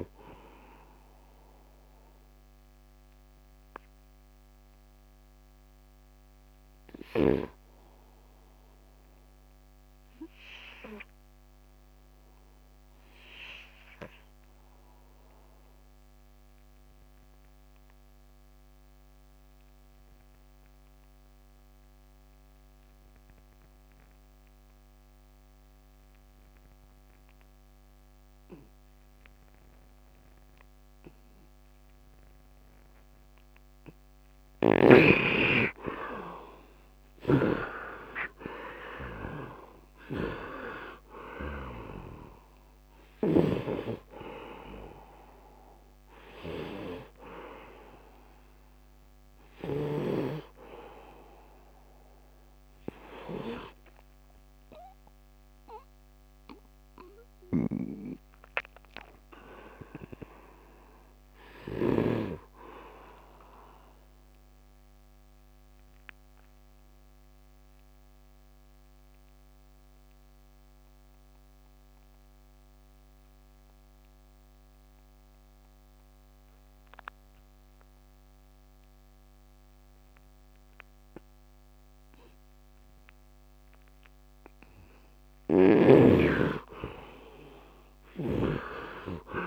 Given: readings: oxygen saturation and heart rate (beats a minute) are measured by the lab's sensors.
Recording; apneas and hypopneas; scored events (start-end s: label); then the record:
breathing in sleep by a microphone on the trachea; 2
0.00-10.00 s: oxygen desaturation (device-marked, oxygen 68% lowest, heart rate 71 extreme)
1.50-31.50 s: obstructive apnea (oxygen 96% before, 68% lowest, heart rate 83 before, 74 extreme, up 19 after)
23.00-62.00 s: oxygen desaturation (device-marked, oxygen 100% before, 68% lowest, heart rate 75 before, 68 extreme)
34.00-38.00 s: arousal
34.00-41.50 s: snoring (device-marked)
55.00-85.00 s: obstructive apnea (oxygen 90% before, 68% lowest, heart rate 84 before, 68 extreme, up 14 after)
57.00-62.00 s: snoring (device-marked)
80.00-89.47 s: oxygen desaturation (device-marked, oxygen 99% before, 78% lowest, heart rate 77 before, 70 extreme)
87.00-89.47 s: arousal
87.50-89.47 s: snoring (device-marked)
From the record:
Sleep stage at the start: N2 (light sleep); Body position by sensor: on the right side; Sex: male